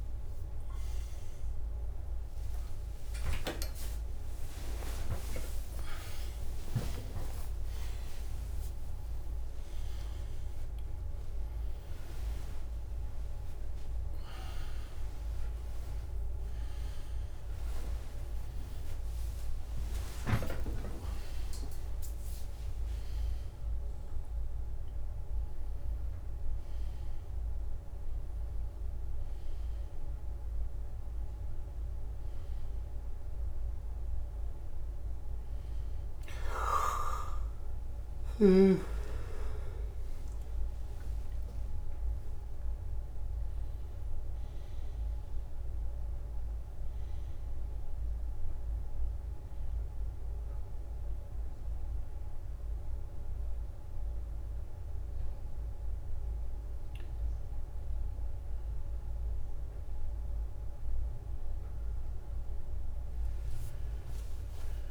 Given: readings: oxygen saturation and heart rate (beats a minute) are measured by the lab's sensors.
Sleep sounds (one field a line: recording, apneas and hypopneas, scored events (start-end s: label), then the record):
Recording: a person partly awake in a sleep study, by a room microphone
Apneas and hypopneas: 1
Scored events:
1.50-14.50 s: drop in pulse transit time (device-marked, heart rate 76 before, 67 extreme)
3.50-7.50 s: tachycardia (device-marked, heart rate 71 before, 105 extreme)
4.00-6.00 s: long interval between heartbeats (device-marked, heart rate 75 before, 79 extreme)
18.50-23.50 s: leg movement (device-marked)
23.50-64.90 s: new sleep stage, N1 (lightest sleep)
40.00-44.50 s: leg movement (device-marked)
40.50-51.50 s: drop in pulse transit time (device-marked, heart rate 67 before, 64 extreme)
50.00-60.00 s: hypopnea (oxygen 98% before, 92% lowest, heart rate 69 before, 61 extreme, up 23 after)
63.00-64.90 s: arousal
63.00-64.90 s: leg movement (device-marked)
From the record:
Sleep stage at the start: awake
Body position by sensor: on the right side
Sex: male